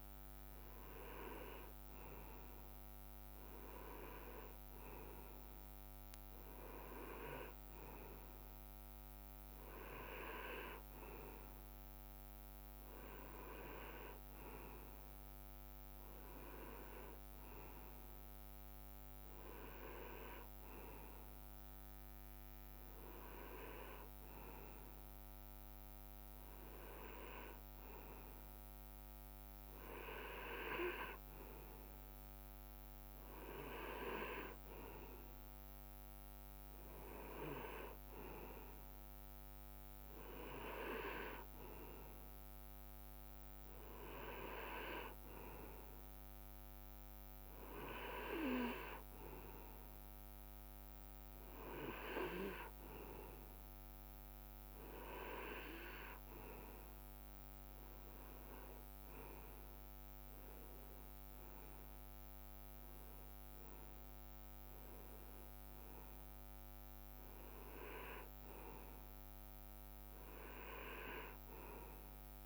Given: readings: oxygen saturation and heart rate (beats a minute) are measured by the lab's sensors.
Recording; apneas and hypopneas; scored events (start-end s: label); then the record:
breathing in sleep by a microphone on the trachea; none
0.50-2.50 s: long interval between heartbeats (device-marked, heart rate 66 before, 74 extreme)
3.50-5.50 s: long interval between heartbeats (device-marked, heart rate 67 before, 80 extreme)
From the record:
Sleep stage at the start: N2 (light sleep); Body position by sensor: on the right side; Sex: male